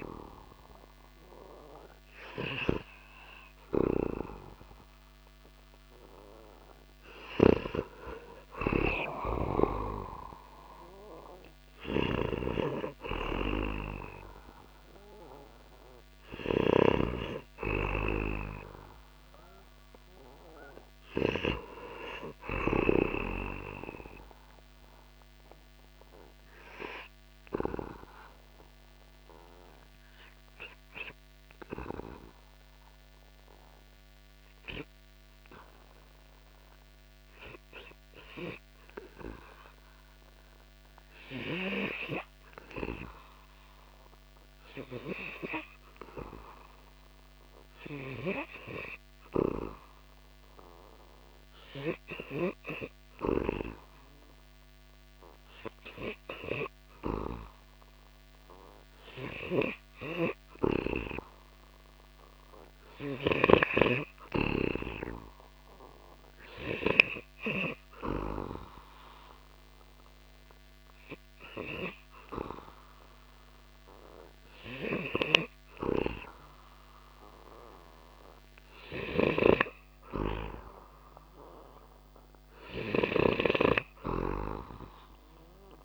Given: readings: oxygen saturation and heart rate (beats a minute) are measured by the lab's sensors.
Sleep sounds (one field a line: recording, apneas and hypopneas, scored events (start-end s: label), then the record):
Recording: breathing in sleep by a microphone on the trachea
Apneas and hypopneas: 1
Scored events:
11.00-22.00 s: snoring (device-marked)
26.50-39.00 s: obstructive apnea (oxygen 96% before, 92% lowest)
41.50-45.00 s: arousal
66.50-85.85 s: oxygen desaturation (device-marked, oxygen 99% before, 92% lowest)
From the record:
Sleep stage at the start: N2 (light sleep)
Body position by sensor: on the back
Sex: male